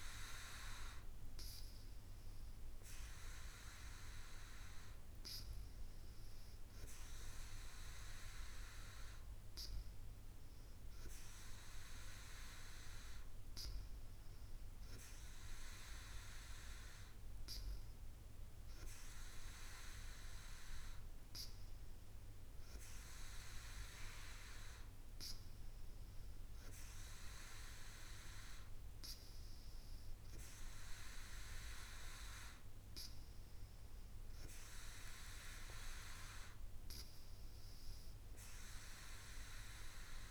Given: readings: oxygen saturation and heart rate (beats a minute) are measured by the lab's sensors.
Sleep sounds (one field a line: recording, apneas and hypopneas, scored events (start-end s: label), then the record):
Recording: breathing in sleep by a room microphone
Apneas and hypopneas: none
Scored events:
none scored
From the record:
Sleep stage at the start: N2 (light sleep)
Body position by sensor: on the back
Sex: female